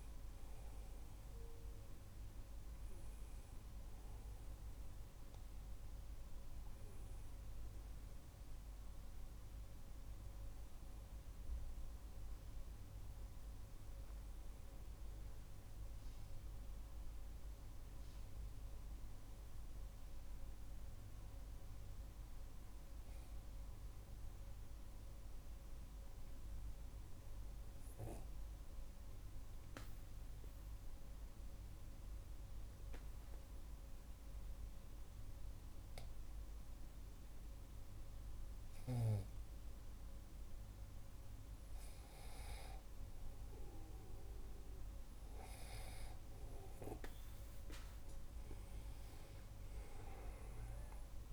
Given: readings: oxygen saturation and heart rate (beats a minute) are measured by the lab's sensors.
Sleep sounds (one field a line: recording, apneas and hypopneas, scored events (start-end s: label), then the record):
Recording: breathing in sleep, hard to hear, by a room microphone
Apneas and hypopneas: 1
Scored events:
18.50-51.33 s: new sleep stage, N2 (light sleep)
27.00-42.50 s: obstructive apnea (oxygen 99% before, 94% lowest, heart rate 47 before, 39 extreme, up 11 after)
49.00-51.33 s: arousal
From the record:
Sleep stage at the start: N1 (lightest sleep)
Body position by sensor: on the back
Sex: male